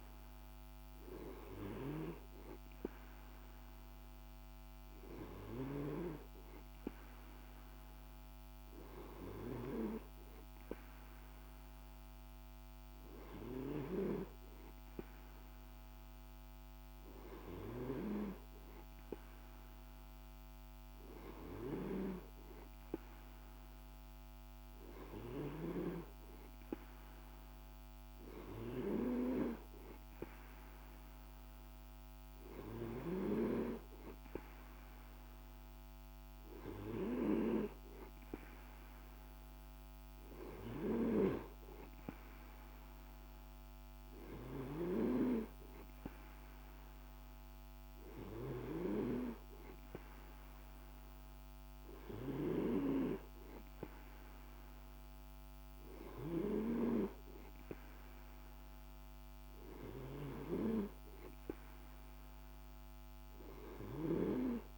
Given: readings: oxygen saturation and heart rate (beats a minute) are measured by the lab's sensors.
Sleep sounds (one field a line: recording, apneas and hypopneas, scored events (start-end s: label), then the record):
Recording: breathing in sleep by a microphone on the trachea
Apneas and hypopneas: none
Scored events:
none scored
From the record:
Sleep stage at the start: N2 (light sleep)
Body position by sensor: on the right side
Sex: male